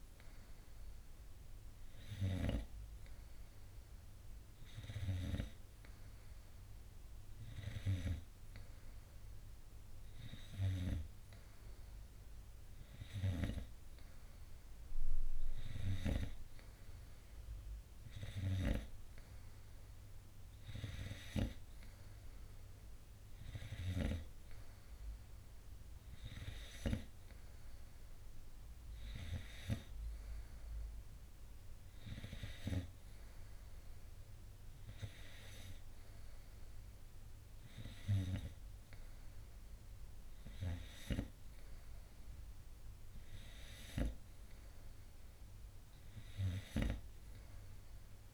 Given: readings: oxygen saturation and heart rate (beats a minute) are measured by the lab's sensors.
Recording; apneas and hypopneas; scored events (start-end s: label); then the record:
breathing in sleep by a room microphone; none
none scored
From the record:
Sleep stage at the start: N3 (deep sleep); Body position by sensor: on the front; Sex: male